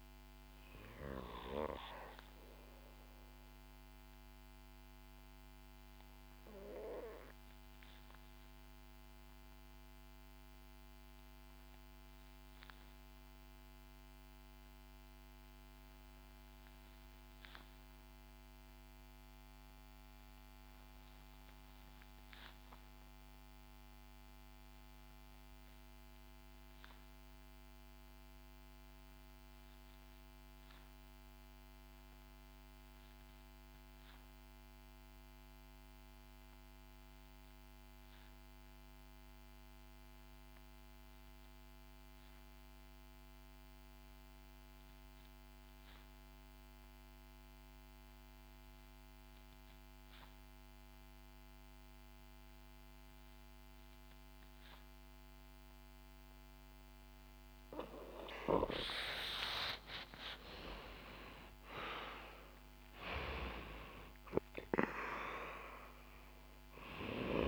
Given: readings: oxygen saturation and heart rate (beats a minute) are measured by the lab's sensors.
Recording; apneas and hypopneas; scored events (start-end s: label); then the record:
breathing in sleep by a microphone on the trachea; 1
0.00-22.00 s: oxygen desaturation (device-marked, oxygen 87% lowest, heart rate 55 extreme)
4.50-57.50 s: obstructive apnea (oxygen 97% before, 72% lowest, heart rate 68 before, 55 extreme, up 12 after)
38.00-67.48 s: oxygen desaturation (device-marked, oxygen 96% before, 72% lowest, heart rate 62 before, 62 extreme)
59.00-65.00 s: arousal
From the record:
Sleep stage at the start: REM sleep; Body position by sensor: on the back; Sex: female